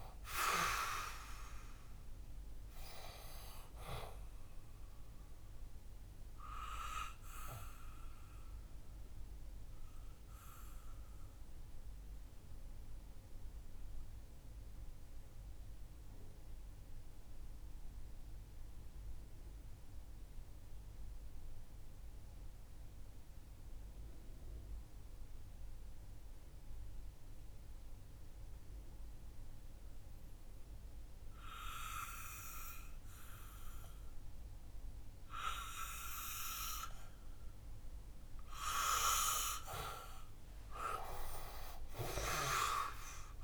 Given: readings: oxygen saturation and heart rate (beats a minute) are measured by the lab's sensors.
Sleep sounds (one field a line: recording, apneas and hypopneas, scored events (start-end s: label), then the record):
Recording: breathing in sleep by a room microphone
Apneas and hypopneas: 1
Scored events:
0.00-22.00 s: oxygen desaturation (device-marked, oxygen 90% lowest, heart rate 61 extreme)
5.00-38.50 s: obstructive apnea (oxygen 96% before, 90% lowest, heart rate 68 before, 61 extreme, up 11 after)
34.00-43.44 s: oxygen desaturation (device-marked, oxygen 98% before, 90% lowest, heart rate 64 before, 64 extreme)
40.00-43.44 s: arousal
From the record:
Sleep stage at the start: N2 (light sleep)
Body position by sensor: on the back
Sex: male